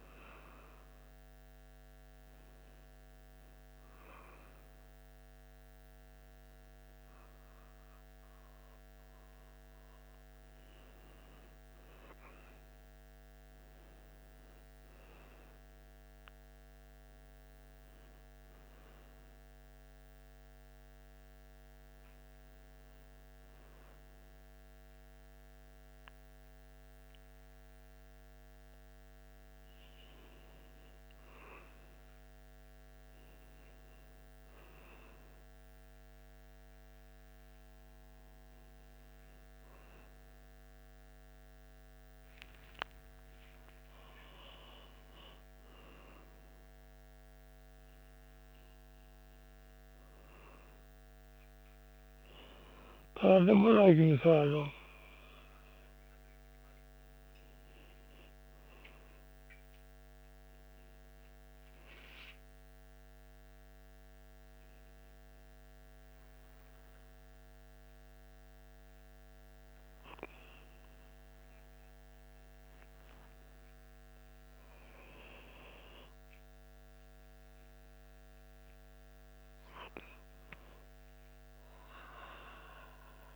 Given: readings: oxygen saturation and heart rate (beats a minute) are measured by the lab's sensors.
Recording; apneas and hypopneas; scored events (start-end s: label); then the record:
a person partly awake in a sleep study, by a microphone on the trachea; none
3.00-20.00 s: oxygen desaturation (device-marked, oxygen 97% before, 93% lowest, heart rate 83 before, 76 extreme)
57.00-83.36 s: new sleep stage, awake
From the record:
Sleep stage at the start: N1 (lightest sleep); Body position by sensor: on the back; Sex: male